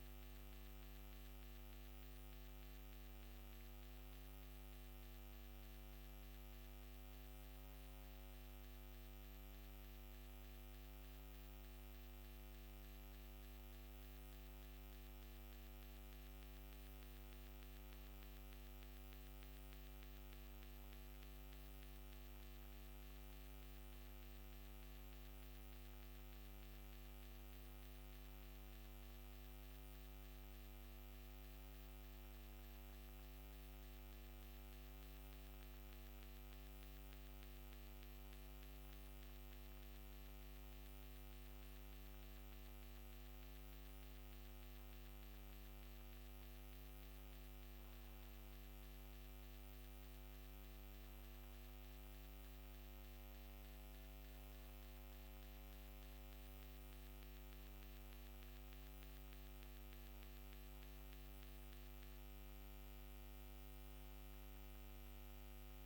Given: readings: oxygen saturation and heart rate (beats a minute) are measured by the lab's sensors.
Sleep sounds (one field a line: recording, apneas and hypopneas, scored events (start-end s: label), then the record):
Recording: breathing in sleep, hard to hear, by a microphone on the trachea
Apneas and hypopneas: none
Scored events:
none scored
From the record:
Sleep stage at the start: N1 (lightest sleep)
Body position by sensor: on the back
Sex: female